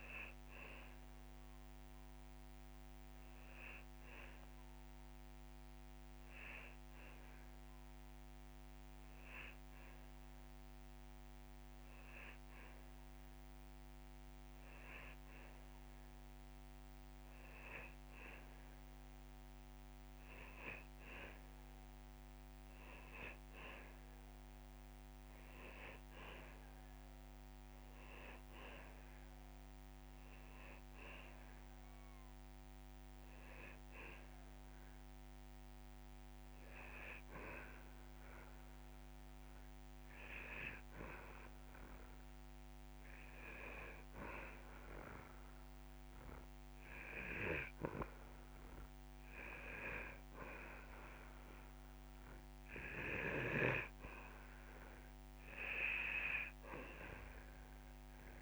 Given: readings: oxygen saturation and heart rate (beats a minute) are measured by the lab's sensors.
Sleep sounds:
breathing in sleep by a microphone on the trachea; 1
13.50-25.50 s: oxygen desaturation (device-marked, oxygen 97% before, 92% lowest)
29.00-32.50 s: arousal
37.50-50.00 s: hypopnea (oxygen 99% before, 92% lowest)
46.00-48.00 s: long interval between heartbeats (device-marked)
54.00-57.50 s: arousal
57.00-58.42 s: long interval between heartbeats (device-marked)
From the record:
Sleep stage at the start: N2 (light sleep); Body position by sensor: on the back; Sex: male

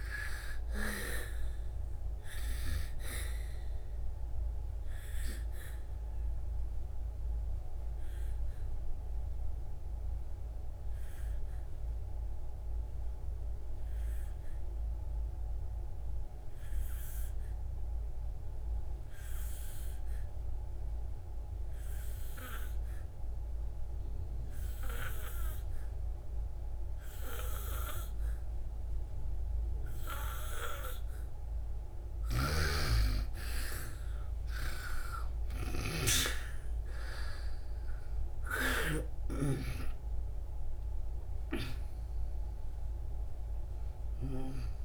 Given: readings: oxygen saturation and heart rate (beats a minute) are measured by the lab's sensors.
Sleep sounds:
breathing in sleep by a room microphone; 1
0.00-1.00 s: arousal
0.00-26.00 s: oxygen desaturation (device-marked, oxygen 87% lowest, heart rate 52 extreme)
6.00-32.00 s: obstructive apnea (oxygen 99% before, 87% lowest, heart rate 84 before, 52 extreme, up 35 after)
32.00-39.00 s: snoring (device-marked)
35.00-41.00 s: arousal
38.00-44.85 s: oxygen desaturation (device-marked, oxygen 98% before, 87% lowest, heart rate 79 before, 56 extreme)
From the record:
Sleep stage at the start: N2 (light sleep); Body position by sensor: on the back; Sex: female

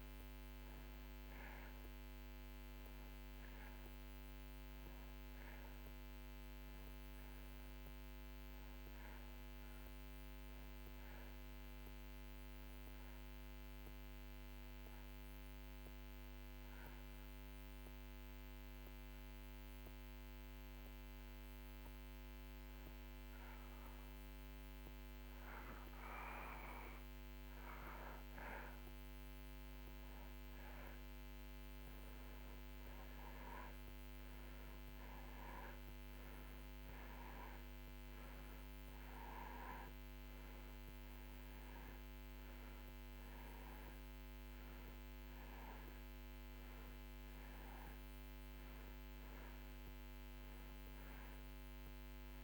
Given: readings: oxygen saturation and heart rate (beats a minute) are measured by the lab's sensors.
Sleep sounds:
breathing in sleep, hard to hear, by a microphone on the trachea; 1
0.00-14.00 s: oxygen desaturation (device-marked, oxygen 86% lowest)
6.50-10.00 s: arousal
11.50-24.00 s: hypopnea (oxygen 94% before, 85% lowest)
27.50-31.50 s: arousal
38.00-52.44 s: oxygen desaturation (device-marked, oxygen 95% before, 85% lowest)
From the record:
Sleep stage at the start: N2 (light sleep); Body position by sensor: on the back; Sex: male

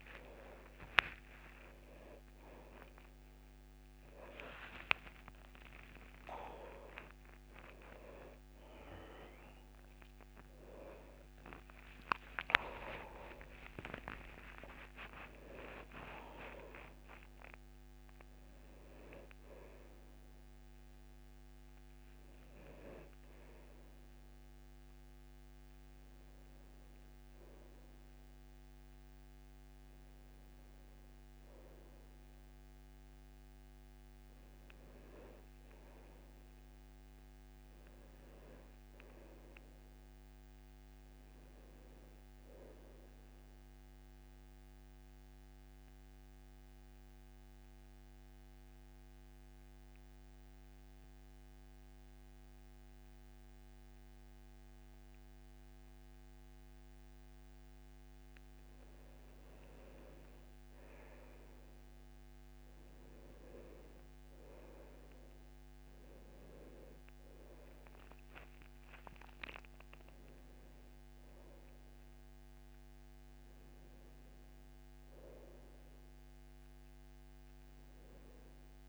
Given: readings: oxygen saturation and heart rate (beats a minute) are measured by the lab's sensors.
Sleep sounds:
a person partly awake in a sleep study, by a microphone on the trachea; 1
0.00-22.50 s: oxygen desaturation (device-marked, oxygen 84% lowest, heart rate 66 extreme)
17.50-47.50 s: new sleep stage, N1 (lightest sleep)
44.00-57.50 s: mixed apnea (oxygen 100% before, 92% lowest, heart rate 73 before, 66 extreme, up 7 after)
47.50-78.89 s: new sleep stage, N2 (light sleep)
60.00-64.00 s: arousal
61.50-77.50 s: oxygen desaturation (device-marked, oxygen 98% before, 92% lowest, heart rate 68 before, 63 extreme)
From the record:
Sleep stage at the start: awake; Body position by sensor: on the back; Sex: male

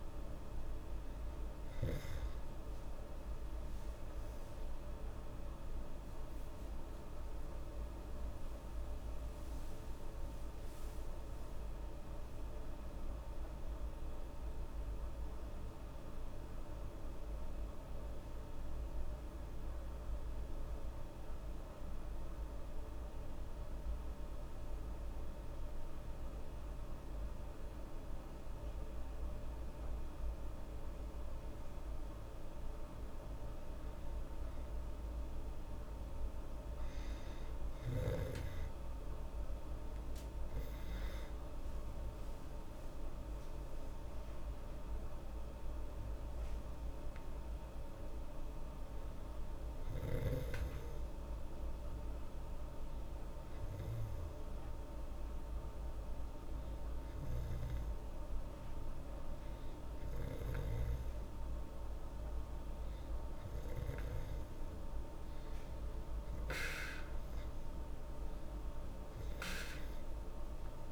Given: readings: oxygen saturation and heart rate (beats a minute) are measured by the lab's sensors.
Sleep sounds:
breathing in sleep, hard to hear, by a room microphone; 2
2.50-8.00 s: arousal
22.50-35.00 s: hypopnea (oxygen 97% before, 94% lowest, heart rate 82 before, 76 extreme, up 4 after)
40.00-44.50 s: arousal
51.00-64.50 s: hypopnea (oxygen 97% before, 94% lowest, heart rate 78 before, 77 extreme, up 3 after)
68.00-70.92 s: arousal
From the record:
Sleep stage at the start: N2 (light sleep); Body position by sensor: on the back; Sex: female

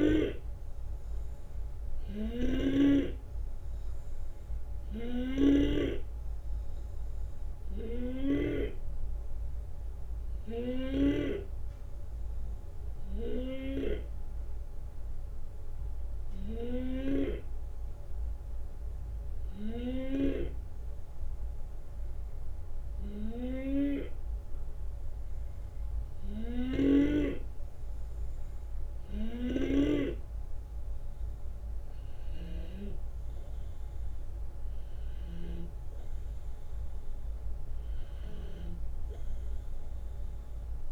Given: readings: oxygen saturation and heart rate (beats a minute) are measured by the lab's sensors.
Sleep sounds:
breathing in sleep by a room microphone; none
0.00-8.50 s: snoring (device-marked)
29.00-35.50 s: snoring (device-marked)
From the record:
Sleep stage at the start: N2 (light sleep); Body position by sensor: on the left side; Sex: male

